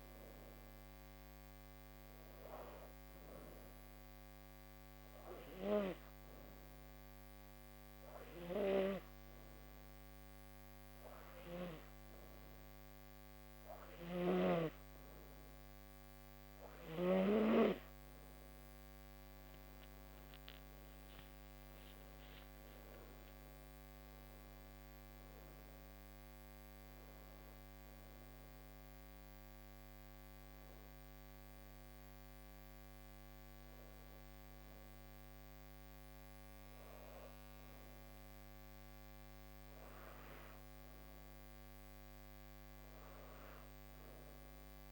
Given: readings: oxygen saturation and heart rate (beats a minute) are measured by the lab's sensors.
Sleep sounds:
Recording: breathing in sleep by a microphone on the trachea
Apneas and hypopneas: 1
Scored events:
5.00-18.00 s: hypopnea (oxygen 97% before, 91% lowest, heart rate 80 before, 78 extreme, up 7 after)
20.00-44.00 s: oxygen desaturation (device-marked, oxygen 94% before, 91% lowest, heart rate 83 before, 78 extreme)
21.50-25.50 s: arousal
From the record:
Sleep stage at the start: N2 (light sleep)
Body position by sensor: on the back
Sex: female

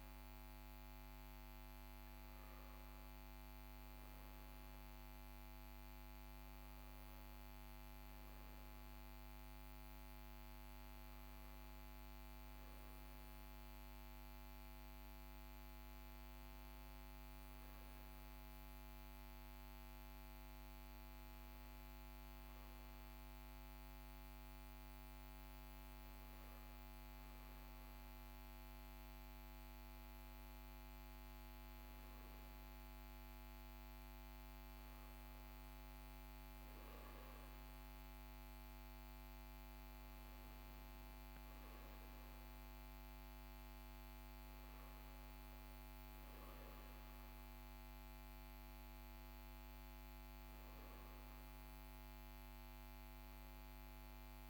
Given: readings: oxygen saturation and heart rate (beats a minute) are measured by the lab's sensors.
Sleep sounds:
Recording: breathing in sleep, hard to hear, by a microphone on the trachea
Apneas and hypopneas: none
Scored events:
30.00-54.50 s: new sleep stage, N2 (light sleep)
From the record:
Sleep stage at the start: N1 (lightest sleep)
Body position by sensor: on the back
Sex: male

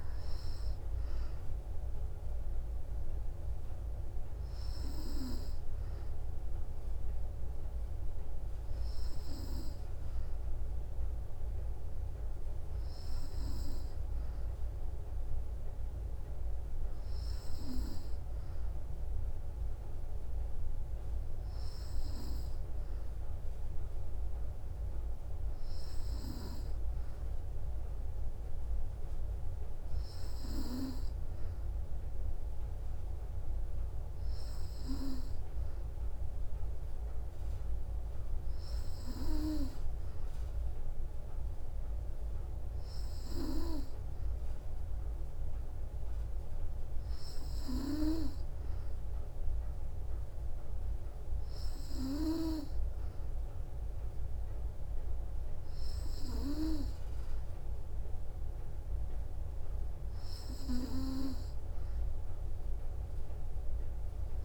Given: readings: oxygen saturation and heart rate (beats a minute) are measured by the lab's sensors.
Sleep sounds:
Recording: breathing in sleep by a room microphone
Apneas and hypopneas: none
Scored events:
none scored
From the record:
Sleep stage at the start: N3 (deep sleep)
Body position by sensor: on the back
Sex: female

